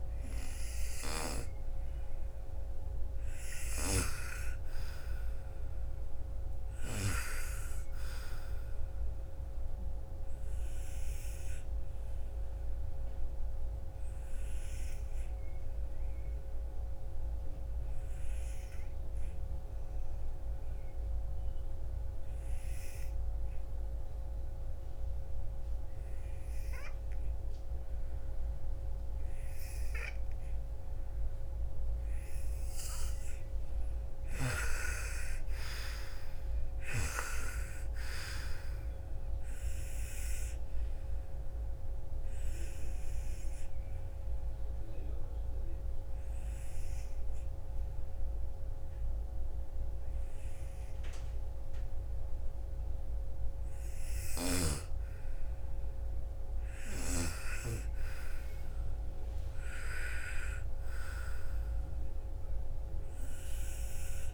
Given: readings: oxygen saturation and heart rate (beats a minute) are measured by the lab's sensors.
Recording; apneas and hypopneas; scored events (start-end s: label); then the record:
breathing in sleep by a room microphone; 2
0.00-3.00 s: arousal
3.00-21.00 s: oxygen desaturation (device-marked, oxygen 97% before, 92% lowest, heart rate 60 before, 37 extreme)
9.50-31.00 s: obstructive apnea (oxygen 97% before, 85% lowest, heart rate 60 before, 37 extreme, up 31 after)
32.00-53.00 s: oxygen desaturation (device-marked, oxygen 97% before, 85% lowest, heart rate 48 before, 55 extreme)
32.50-36.00 s: arousal
40.50-53.00 s: obstructive apnea (oxygen 97% before, 85% lowest, heart rate 48 before, 55 extreme, up 9 after)
54.50-58.50 s: arousal
62.00-64.34 s: oxygen desaturation (device-marked, oxygen 98% before, 94% lowest, heart rate 63 before, 55 extreme)
From the record:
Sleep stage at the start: N2 (light sleep); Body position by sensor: on the right side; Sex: female